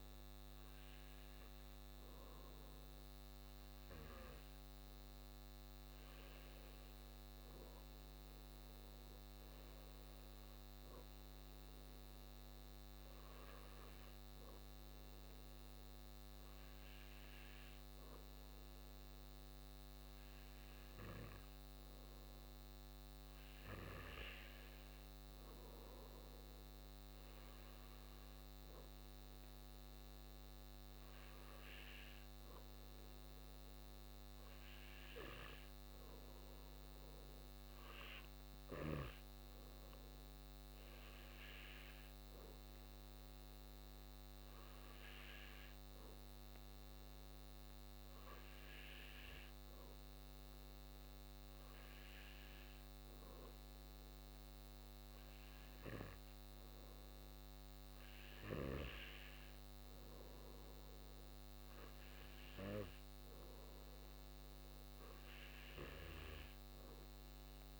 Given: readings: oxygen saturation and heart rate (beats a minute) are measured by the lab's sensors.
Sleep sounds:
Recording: breathing in sleep by a microphone on the trachea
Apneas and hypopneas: none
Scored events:
none scored
From the record:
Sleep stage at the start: N2 (light sleep)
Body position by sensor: on the back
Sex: male

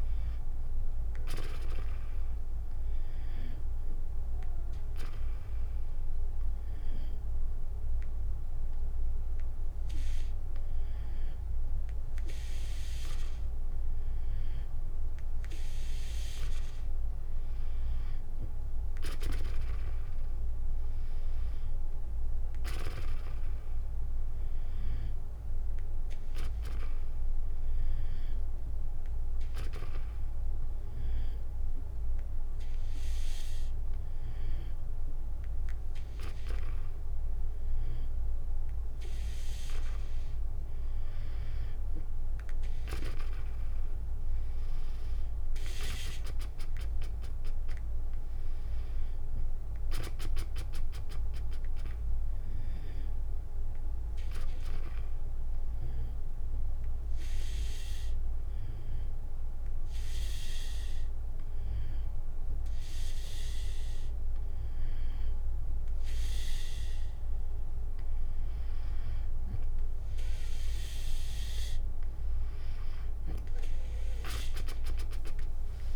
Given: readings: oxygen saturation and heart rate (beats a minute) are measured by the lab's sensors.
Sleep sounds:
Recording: breathing in sleep by a room microphone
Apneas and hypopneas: 3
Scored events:
0.00-2.00 s: arousal
4.50-16.00 s: hypopnea (oxygen 97% before, 93% lowest, heart rate 69 before, 63 extreme, up 4 after)
20.00-23.50 s: arousal
29.50-40.50 s: hypopnea (oxygen 97% before, 93% lowest, heart rate 67 before, 64 extreme, up 6 after)
45.00-48.50 s: arousal
54.50-67.00 s: hypopnea (oxygen 96% before, 91% lowest, heart rate 70 before, 62 extreme, up 5 after)
69.50-73.50 s: arousal
73.50-75.96 s: drop in pulse transit time (device-marked, heart rate 68 before, 62 extreme)
From the record:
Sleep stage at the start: N2 (light sleep)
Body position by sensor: on the back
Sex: female

